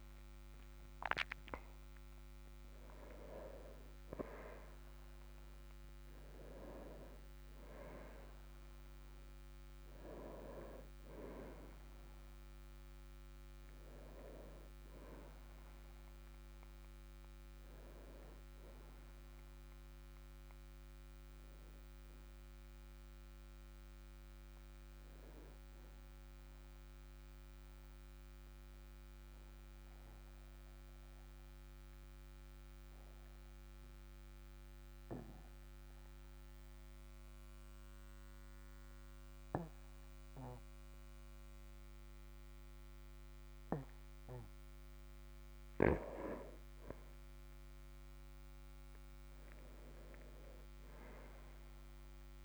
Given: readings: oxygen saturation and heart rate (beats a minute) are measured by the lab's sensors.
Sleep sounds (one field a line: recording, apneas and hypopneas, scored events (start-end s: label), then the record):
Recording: breathing in sleep by a microphone on the trachea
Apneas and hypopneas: 1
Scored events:
22.50-26.00 s: arousal
27.50-44.50 s: obstructive apnea (oxygen 98% before, 96% lowest, heart rate 51 before, 46 extreme, up 1 after)
47.50-51.00 s: arousal
From the record:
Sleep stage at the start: N2 (light sleep)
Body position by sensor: on the back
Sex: male